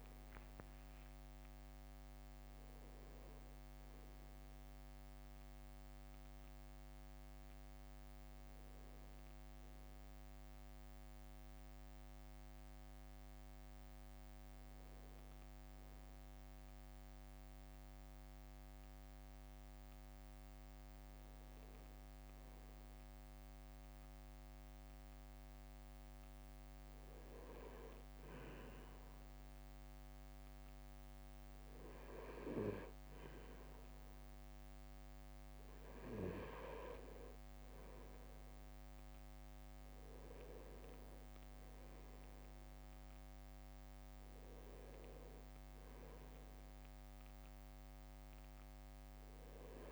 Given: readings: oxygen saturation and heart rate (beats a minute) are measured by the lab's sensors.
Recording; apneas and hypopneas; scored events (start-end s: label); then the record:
breathing in sleep by a microphone on the trachea; 1
0.00-7.00 s: drop in pulse transit time (device-marked, heart rate 60 extreme)
24.50-35.50 s: hypopnea (oxygen 99% before, 96% lowest, heart rate 59 before, 54 extreme, up 6 after)
38.00-39.00 s: leg movement (device-marked)
39.50-40.50 s: leg movement (device-marked)
40.00-45.00 s: arousal
From the record:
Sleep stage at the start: N2 (light sleep); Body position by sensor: on the right side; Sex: male